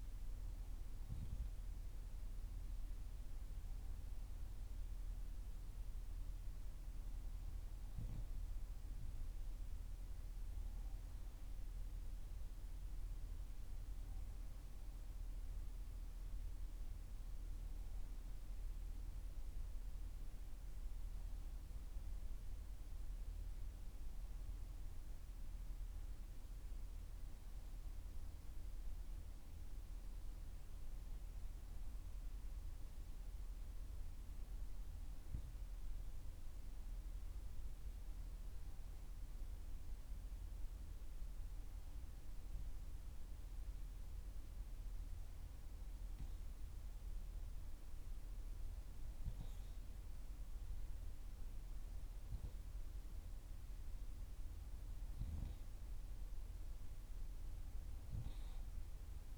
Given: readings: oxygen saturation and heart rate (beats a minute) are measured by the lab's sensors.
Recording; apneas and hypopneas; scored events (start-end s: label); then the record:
breathing in sleep, hard to hear, by a room microphone; none
56.50-59.38 s: new sleep stage, N2 (light sleep)
From the record:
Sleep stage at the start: N3 (deep sleep); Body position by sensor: on the back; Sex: female